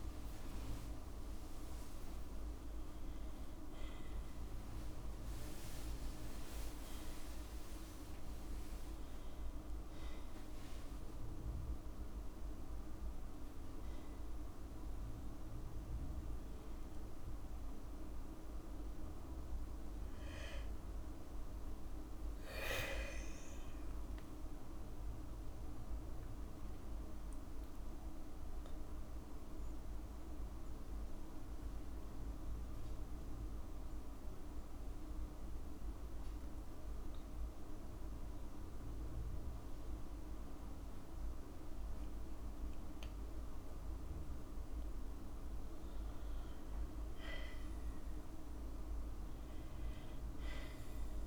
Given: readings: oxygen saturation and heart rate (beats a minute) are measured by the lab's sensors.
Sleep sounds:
breathing in sleep, hard to hear, by a room microphone; 1
10.00-12.00 s: long interval between heartbeats (device-marked, heart rate 69 before, 71 extreme)
20.00-22.00 s: long interval between heartbeats (device-marked, heart rate 65 before, 69 extreme)
21.00-25.00 s: arousal
22.00-24.00 s: long interval between heartbeats (device-marked, heart rate 65 before, 76 extreme)
27.50-46.00 s: hypopnea (oxygen 99% before, 94% lowest, heart rate 70 before, 54 extreme, up 5 after)
48.50-51.00 s: arousal
From the record:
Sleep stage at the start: N2 (light sleep); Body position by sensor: on the back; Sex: female

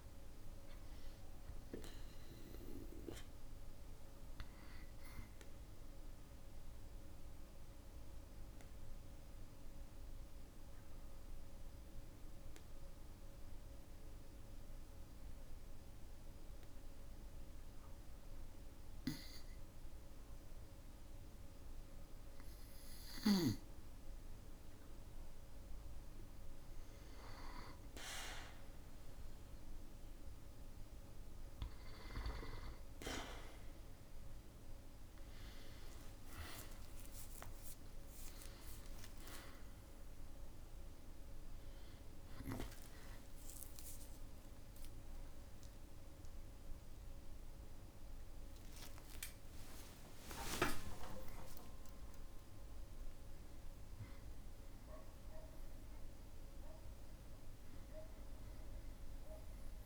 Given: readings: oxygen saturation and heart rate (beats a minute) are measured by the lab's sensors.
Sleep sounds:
breathing in sleep by a room microphone; 1
6.00-24.00 s: mixed apnea (oxygen 97% before, 92% lowest, heart rate 79 before, 54 extreme, up 6 after)
31.00-33.00 s: long interval between heartbeats (device-marked, heart rate 57 before, 60 extreme)
32.00-36.50 s: arousal
34.50-59.86 s: oxygen desaturation (device-marked, oxygen 99% before, 92% lowest, heart rate 57 before, 53 extreme)
50.00-52.00 s: long interval between heartbeats (device-marked, heart rate 61 before, 77 extreme)
From the record:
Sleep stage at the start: N2 (light sleep); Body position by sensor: on the back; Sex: male

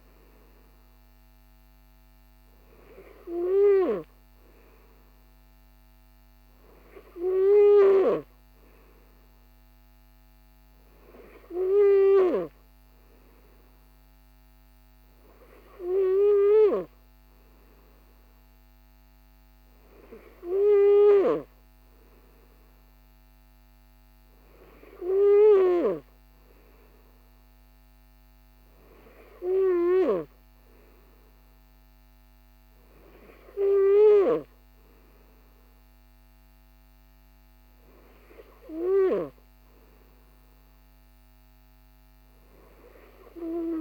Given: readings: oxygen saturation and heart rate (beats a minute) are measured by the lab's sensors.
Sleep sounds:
breathing in sleep by a microphone on the trachea; none
none scored
From the record:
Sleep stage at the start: N3 (deep sleep); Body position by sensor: on the right side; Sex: male

